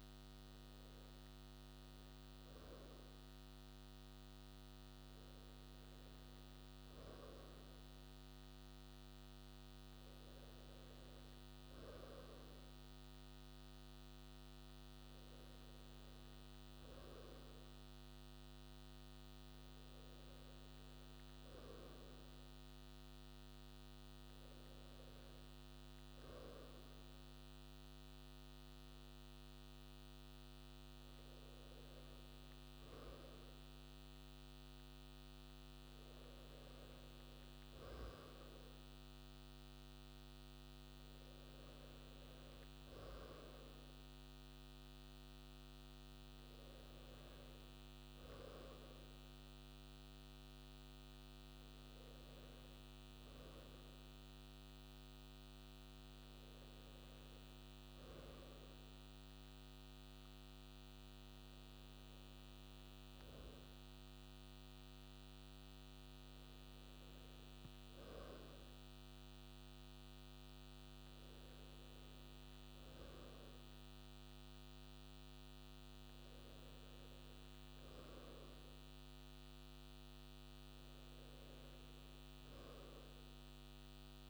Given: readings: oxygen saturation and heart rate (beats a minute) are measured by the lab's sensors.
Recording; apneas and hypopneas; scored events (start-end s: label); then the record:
a person awake in a sleep study, hard to hear, by a microphone on the trachea; none
none scored
From the record:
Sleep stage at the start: awake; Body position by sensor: on the right side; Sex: male